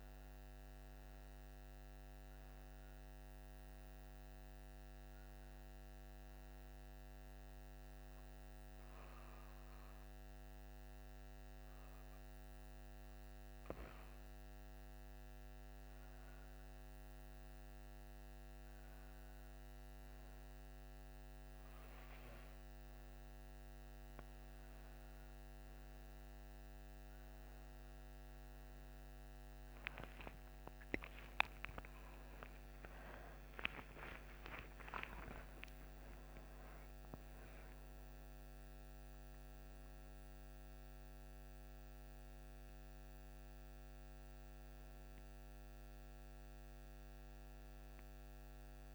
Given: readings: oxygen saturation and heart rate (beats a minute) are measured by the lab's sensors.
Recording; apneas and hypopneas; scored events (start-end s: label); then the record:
breathing in sleep by a microphone on the trachea; 1
0.00-13.50 s: oxygen desaturation (device-marked, oxygen 89% lowest, heart rate 59 extreme)
9.00-20.00 s: hypopnea (oxygen 93% before, 90% lowest, heart rate 74 before, 59 extreme, up 6 after)
26.50-46.50 s: oxygen desaturation (device-marked, oxygen 95% before, 90% lowest, heart rate 62 before, 59 extreme)
30.50-35.50 s: arousal
From the record:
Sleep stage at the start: N1 (lightest sleep); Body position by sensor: on the back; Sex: female